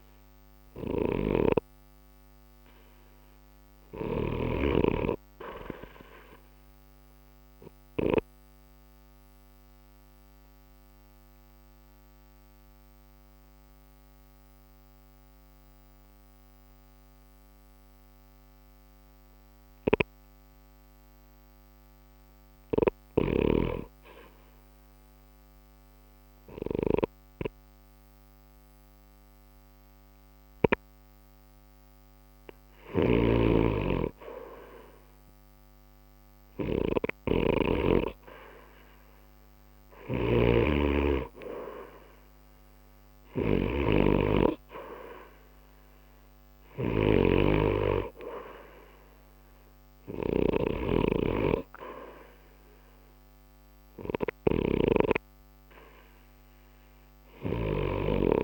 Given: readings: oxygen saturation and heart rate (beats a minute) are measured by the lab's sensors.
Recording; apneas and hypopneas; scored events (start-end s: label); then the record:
breathing in sleep by a microphone on the trachea; 1
7.00-22.00 s: obstructive apnea (oxygen 93% before, 83% lowest, heart rate 61 before, 60 extreme, up 1 after)
13.00-35.00 s: oxygen desaturation (device-marked, oxygen 93% before, 88% lowest, heart rate 61 before, 60 extreme)
24.50-27.50 s: arousal
43.00-58.44 s: oxygen desaturation (device-marked, oxygen 89% before, 83% lowest, heart rate 60 before, 60 extreme)
50.50-54.50 s: snoring (device-marked)
From the record:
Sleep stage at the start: REM sleep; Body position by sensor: on the right side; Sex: male